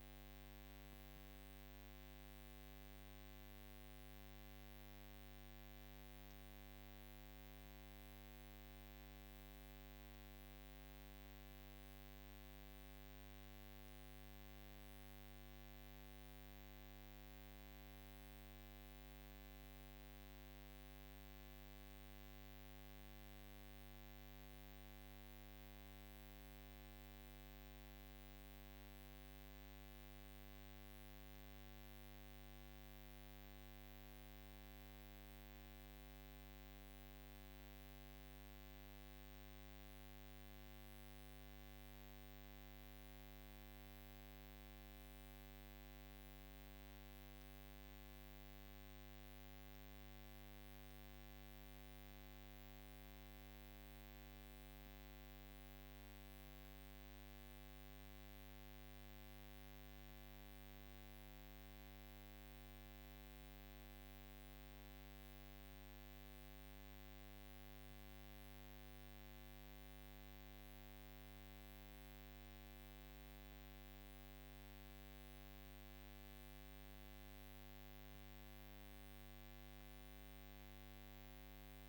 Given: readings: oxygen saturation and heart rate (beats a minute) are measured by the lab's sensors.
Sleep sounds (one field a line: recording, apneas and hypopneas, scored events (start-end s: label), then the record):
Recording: breathing in sleep, hard to hear, by a microphone on the trachea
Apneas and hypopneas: none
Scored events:
none scored
From the record:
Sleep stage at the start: N2 (light sleep)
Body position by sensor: on the right side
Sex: female